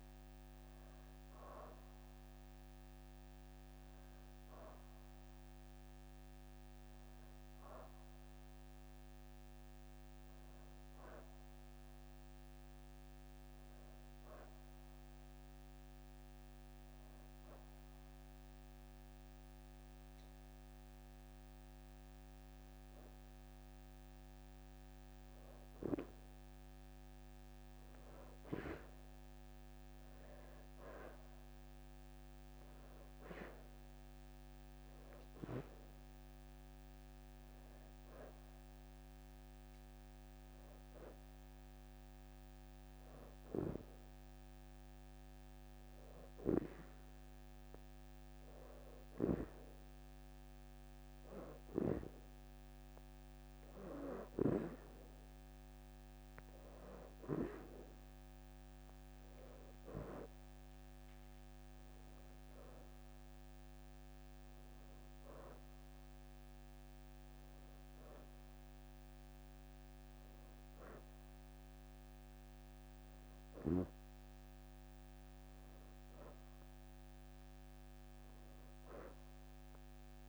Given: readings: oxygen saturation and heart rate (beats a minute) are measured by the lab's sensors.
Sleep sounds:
breathing in sleep by a microphone on the trachea; 2
1.50-18.50 s: oxygen desaturation (device-marked, oxygen 93% before, 86% lowest, heart rate 83 before, 75 extreme)
14.50-24.50 s: hypopnea (oxygen 93% before, 86% lowest, heart rate 85 before, 75 extreme, up 1 after)
28.50-32.50 s: arousal
31.50-46.50 s: oxygen desaturation (device-marked, oxygen 95% before, 86% lowest, heart rate 78 before, 75 extreme)
43.50-53.50 s: hypopnea (oxygen 96% before, 86% lowest, heart rate 79 before, 75 extreme, up 6 after)
56.00-60.50 s: arousal
56.50-74.50 s: oxygen desaturation (device-marked, oxygen 94% before, 88% lowest, heart rate 78 before, 77 extreme)
From the record:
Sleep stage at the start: N2 (light sleep); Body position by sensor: on the back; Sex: female

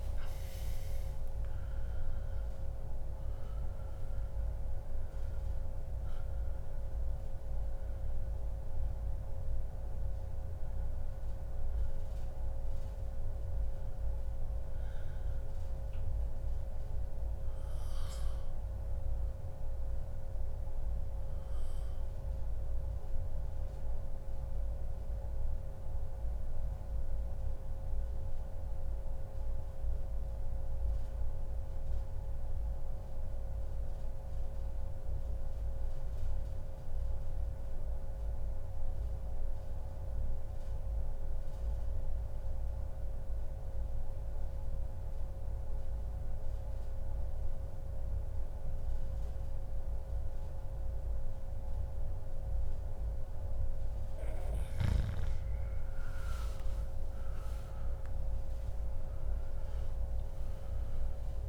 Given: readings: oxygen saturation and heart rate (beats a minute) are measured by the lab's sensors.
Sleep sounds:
breathing in sleep, hard to hear, by a room microphone; 1
0.00-1.50 s: arousal
4.50-18.50 s: oxygen desaturation (device-marked, oxygen 96% before, 93% lowest, heart rate 139 before, 84 extreme)
18.50-53.50 s: mixed apnea (oxygen 97% before, 92% lowest, heart rate 138 before, 99 extreme, up 33 after)
20.50-22.50 s: long interval between heartbeats (device-marked, heart rate 135 before, 84 extreme)
27.50-29.50 s: long interval between heartbeats (device-marked, heart rate 120 before, 108 extreme)
32.00-34.00 s: long interval between heartbeats (device-marked, heart rate 113 before, 104 extreme)
53.50-61.49 s: oxygen desaturation (device-marked, oxygen 97% before, 94% lowest, heart rate 114 before, 97 extreme)
56.00-59.50 s: arousal
From the record:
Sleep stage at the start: N2 (light sleep); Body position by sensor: on the back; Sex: male

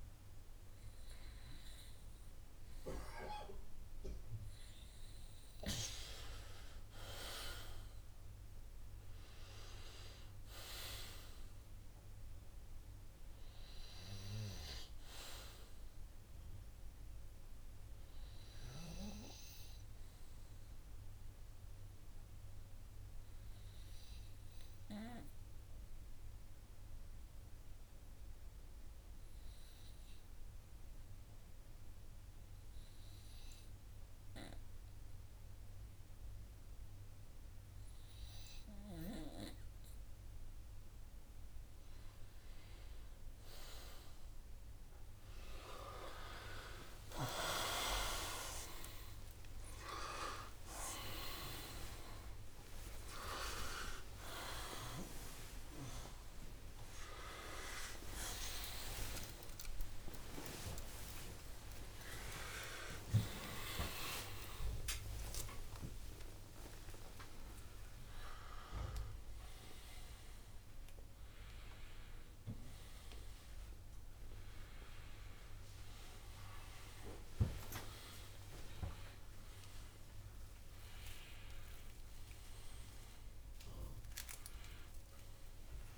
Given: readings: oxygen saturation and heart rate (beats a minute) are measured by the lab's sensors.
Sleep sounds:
a person awake in a sleep study, by a room microphone; 1
5.50-9.50 s: arousal
11.00-31.00 s: oxygen desaturation (device-marked, oxygen 95% before, 92% lowest, heart rate 65 before, 64 extreme)
21.50-40.00 s: hypopnea (oxygen 95% before, 93% lowest, heart rate 74 before, 64 extreme, up 22 after)
31.00-85.98 s: new sleep stage, awake
From the record:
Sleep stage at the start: N2 (light sleep); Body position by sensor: on the right side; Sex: male

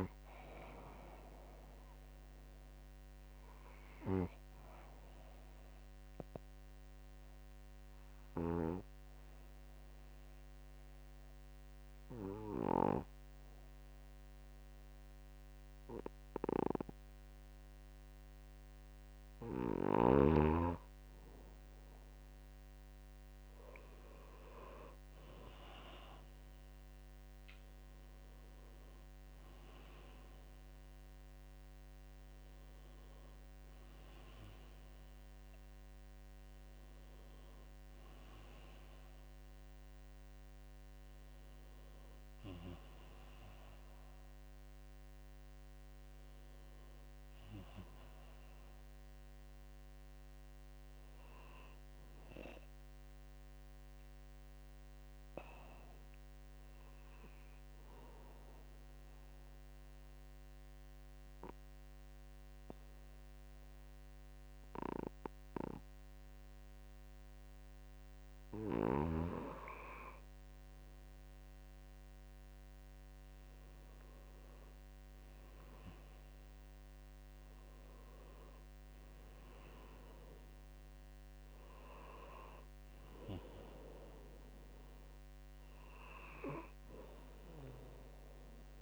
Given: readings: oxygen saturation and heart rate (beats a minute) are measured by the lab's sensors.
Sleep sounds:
breathing in sleep by a microphone on the trachea; 2
0.00-12.50 s: oxygen desaturation (device-marked, oxygen 93% lowest, heart rate 64 extreme)
1.00-19.50 s: obstructive apnea (oxygen 98% before, 93% lowest, heart rate 65 before, 64 extreme, up 0 after)
22.50-27.00 s: arousal
26.50-52.50 s: oxygen desaturation (device-marked, oxygen 98% before, 94% lowest, heart rate 65 before, 64 extreme)
53.50-68.50 s: obstructive apnea (oxygen 97% before, 95% lowest, heart rate 65 before, 63 extreme, up 0 after)
71.50-75.00 s: arousal
From the record:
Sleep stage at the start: N2 (light sleep); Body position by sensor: on the right side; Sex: male

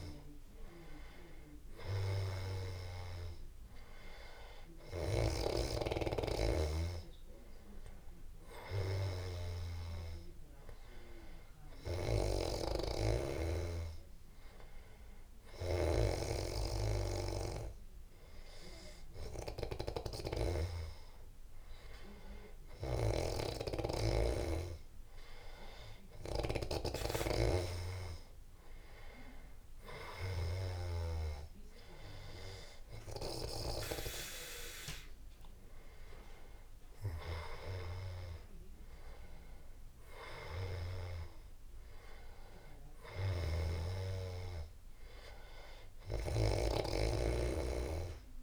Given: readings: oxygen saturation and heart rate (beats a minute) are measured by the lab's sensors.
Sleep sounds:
breathing in sleep by a room microphone; none
24.00-28.00 s: snoring (device-marked)
29.50-31.50 s: tachycardia (device-marked, heart rate 84 before, 97 extreme)
43.50-48.43 s: snoring (device-marked)
From the record:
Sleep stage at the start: N2 (light sleep); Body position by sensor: on the back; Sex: male

